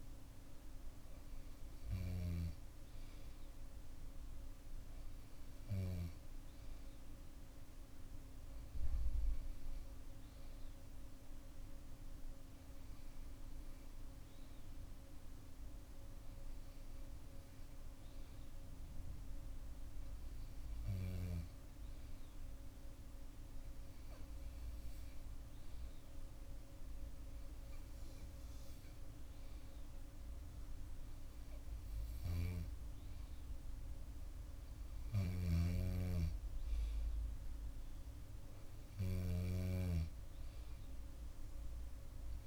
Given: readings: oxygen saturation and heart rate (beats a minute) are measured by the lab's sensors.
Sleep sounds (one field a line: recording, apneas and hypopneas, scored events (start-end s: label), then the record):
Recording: breathing in sleep by a room microphone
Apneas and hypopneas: none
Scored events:
35.00-42.47 s: snoring (device-marked)
From the record:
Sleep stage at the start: N2 (light sleep)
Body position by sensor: on the back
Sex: female